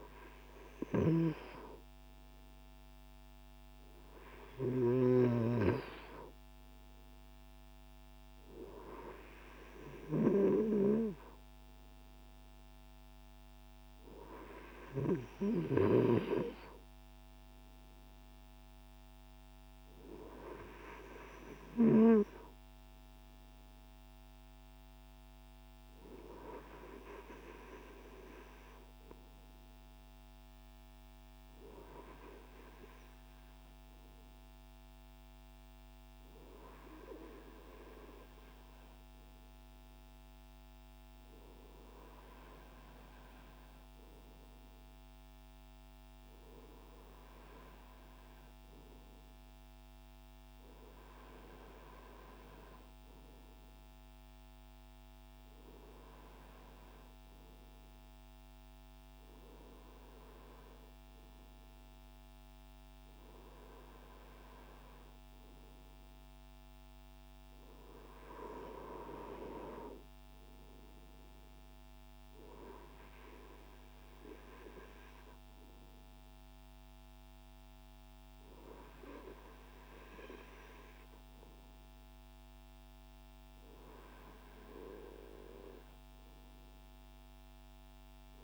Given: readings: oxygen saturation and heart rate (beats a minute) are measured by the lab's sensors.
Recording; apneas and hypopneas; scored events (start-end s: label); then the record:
breathing in sleep by a microphone on the trachea; none
none scored
From the record:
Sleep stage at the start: REM sleep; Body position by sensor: on the front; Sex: male